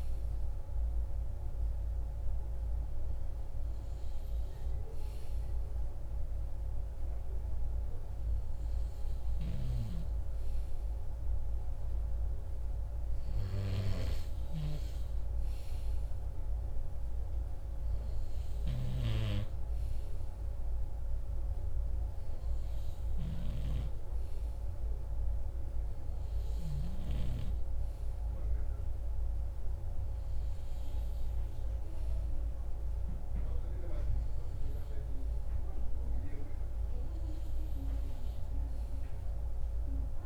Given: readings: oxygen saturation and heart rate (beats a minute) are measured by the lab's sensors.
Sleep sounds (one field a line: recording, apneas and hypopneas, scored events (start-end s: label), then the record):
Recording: breathing in sleep by a room microphone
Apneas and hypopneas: none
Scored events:
none scored
From the record:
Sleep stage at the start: N2 (light sleep)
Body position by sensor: on the right side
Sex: male